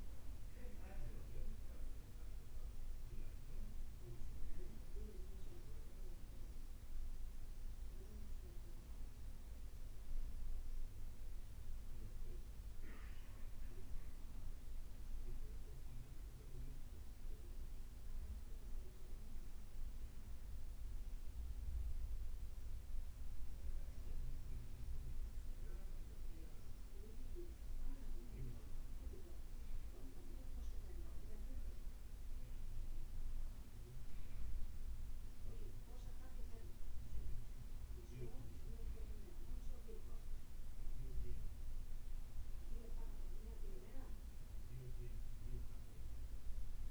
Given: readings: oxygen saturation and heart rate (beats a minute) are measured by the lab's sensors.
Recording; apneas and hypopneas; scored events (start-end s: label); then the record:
breathing in sleep by a room microphone; none
0.00-2.00 s: leg movement (device-marked)
40.00-45.00 s: leg movement (device-marked)
From the record:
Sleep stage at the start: N2 (light sleep); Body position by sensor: on the back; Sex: male